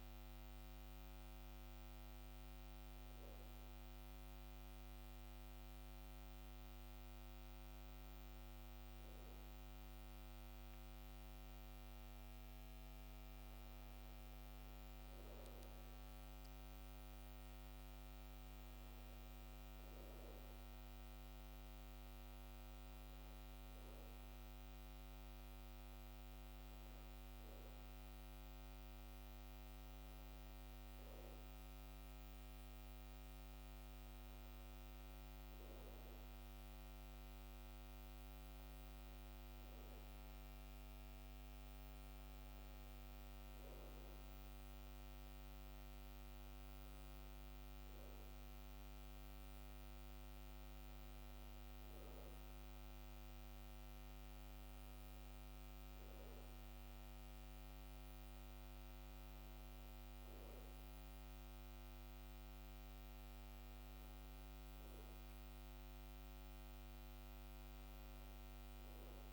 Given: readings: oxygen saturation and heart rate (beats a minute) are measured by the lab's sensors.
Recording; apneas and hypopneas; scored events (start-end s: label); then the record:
a person awake in a sleep study, hard to hear, by a microphone on the trachea; none
none scored
From the record:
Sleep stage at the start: awake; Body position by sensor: on the back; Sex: male